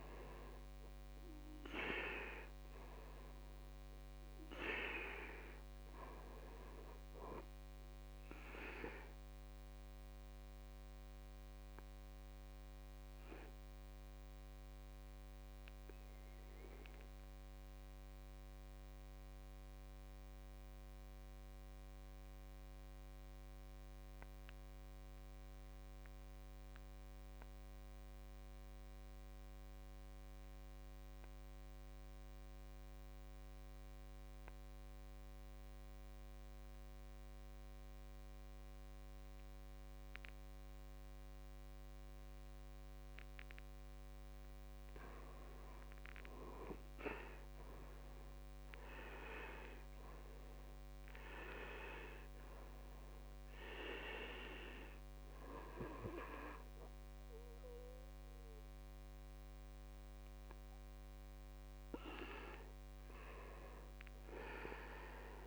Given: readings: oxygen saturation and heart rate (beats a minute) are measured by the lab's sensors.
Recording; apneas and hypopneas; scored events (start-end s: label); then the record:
breathing in sleep by a microphone on the trachea; 1
3.00-26.00 s: oxygen desaturation (device-marked, oxygen 96% before, 86% lowest, heart rate 60 before, 51 extreme)
10.50-44.00 s: obstructive apnea (oxygen 98% before, 79% lowest, heart rate 63 before, 51 extreme, up 10 after)
44.00-65.47 s: oxygen desaturation (device-marked, oxygen 98% before, 79% lowest, heart rate 59 before, 53 extreme)
46.00-49.50 s: arousal
From the record:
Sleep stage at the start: N2 (light sleep); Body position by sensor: on the back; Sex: male